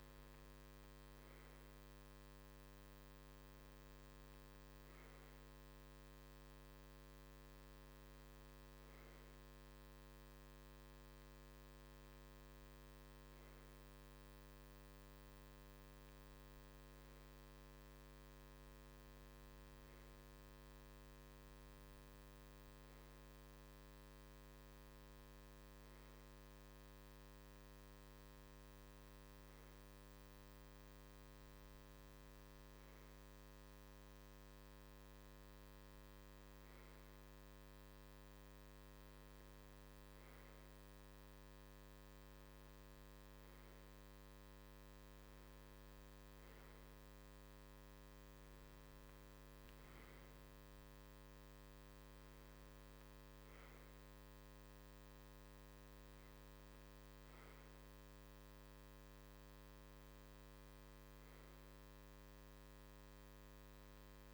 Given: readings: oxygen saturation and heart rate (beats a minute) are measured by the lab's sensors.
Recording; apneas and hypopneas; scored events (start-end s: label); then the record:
breathing in sleep, hard to hear, by a microphone on the trachea; none
none scored
From the record:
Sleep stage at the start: REM sleep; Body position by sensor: on the right side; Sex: male